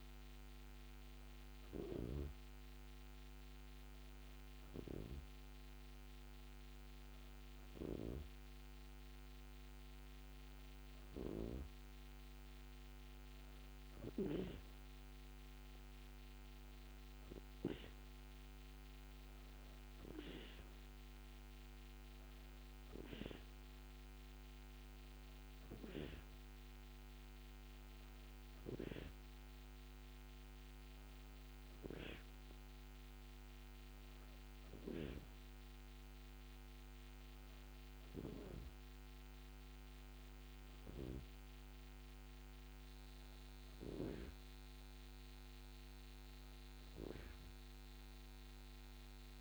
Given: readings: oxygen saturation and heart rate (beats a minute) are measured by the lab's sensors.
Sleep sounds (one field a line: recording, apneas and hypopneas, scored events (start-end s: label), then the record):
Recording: breathing in sleep by a microphone on the trachea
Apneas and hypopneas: none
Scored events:
none scored
From the record:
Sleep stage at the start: N2 (light sleep)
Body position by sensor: on the back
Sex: female